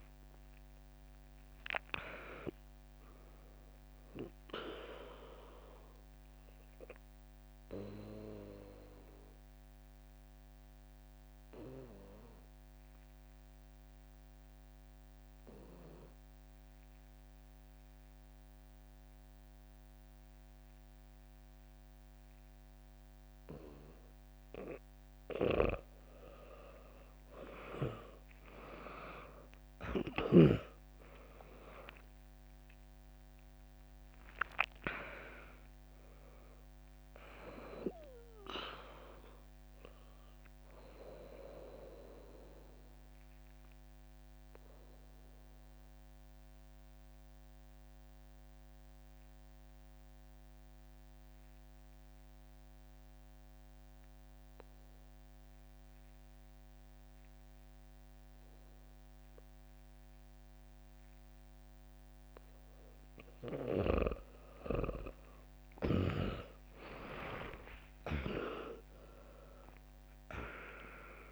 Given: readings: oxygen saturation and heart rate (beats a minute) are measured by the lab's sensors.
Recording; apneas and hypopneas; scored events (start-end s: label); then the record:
breathing in sleep by a microphone on the trachea; 2
0.00-9.00 s: drop in pulse transit time (device-marked, heart rate 63 extreme)
6.50-26.00 s: obstructive apnea (oxygen 100% before, 95% lowest, heart rate 67 before, 62 extreme, up 5 after)
28.00-31.50 s: arousal
29.00-42.00 s: drop in pulse transit time (device-marked, heart rate 64 before, 63 extreme)
40.50-62.00 s: obstructive apnea (oxygen 99% before, 95% lowest, heart rate 68 before, 62 extreme, up 0 after)
65.50-71.00 s: arousal
66.00-71.32 s: oxygen desaturation (device-marked, oxygen 100% before, 95% lowest, heart rate 65 before, 57 extreme)
67.00-71.32 s: drop in pulse transit time (device-marked, heart rate 65 before, 62 extreme)
From the record:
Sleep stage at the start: N2 (light sleep); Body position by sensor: on the back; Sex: female